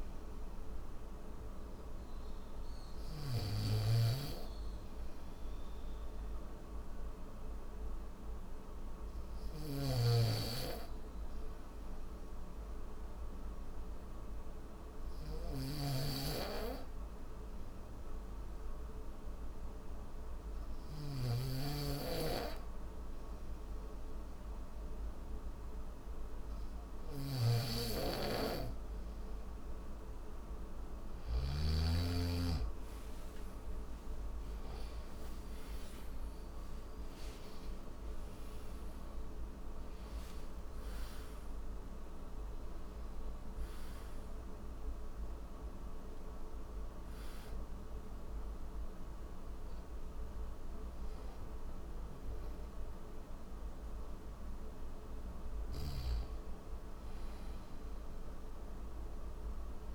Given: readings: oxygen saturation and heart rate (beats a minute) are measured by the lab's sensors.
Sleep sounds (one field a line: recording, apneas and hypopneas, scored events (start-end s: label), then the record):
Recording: breathing in sleep by a room microphone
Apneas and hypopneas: 1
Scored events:
9.00-31.00 s: snoring (device-marked)
12.50-26.50 s: hypopnea (oxygen 94% before, 91% lowest, heart rate 75 before, 75 extreme, up 8 after)
28.00-52.00 s: oxygen desaturation (device-marked, oxygen 94% before, 91% lowest, heart rate 75 before, 70 extreme)
55.00-59.95 s: snoring (device-marked)
From the record:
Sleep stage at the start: N1 (lightest sleep)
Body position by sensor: on the back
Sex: male